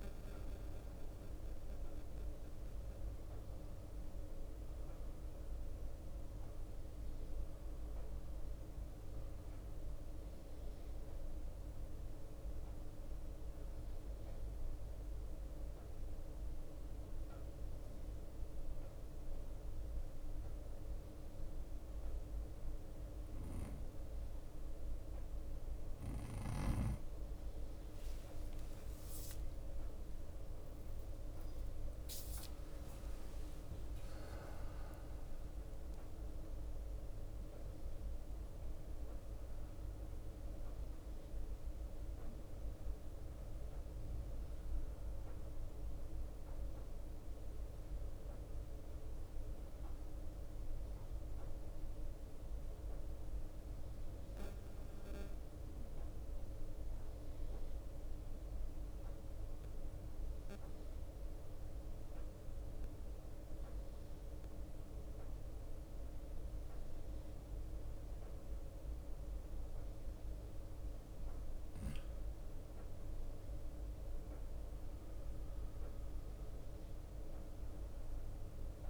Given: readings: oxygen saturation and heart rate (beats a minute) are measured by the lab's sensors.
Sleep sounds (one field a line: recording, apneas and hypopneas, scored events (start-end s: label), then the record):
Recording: breathing in sleep, hard to hear, by a room microphone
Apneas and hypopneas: 2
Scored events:
0.00-5.50 s: oxygen desaturation (device-marked, oxygen 90% lowest, heart rate 56 extreme)
0.00-12.50 s: drop in pulse transit time (device-marked, heart rate 57 extreme)
6.00-8.50 s: arousal
6.50-29.50 s: bradycardia (device-marked, heart rate 64 before, 56 extreme)
10.00-26.00 s: mixed apnea (oxygen 93% before, 91% lowest, heart rate 66 before, 56 extreme, up 4 after)
28.50-33.00 s: arousal
30.50-44.50 s: drop in pulse transit time (device-marked, heart rate 57 before, 58 extreme)
32.50-55.50 s: bradycardia (device-marked, heart rate 64 before, 58 extreme)
56.00-71.00 s: central apnea (oxygen 95% before, 91% lowest, heart rate 59 before, 55 extreme, up 4 after)
56.50-78.90 s: bradycardia (device-marked, heart rate 64 before, 55 extreme)
74.00-78.50 s: arousal
From the record:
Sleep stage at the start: N2 (light sleep)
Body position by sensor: on the right side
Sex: male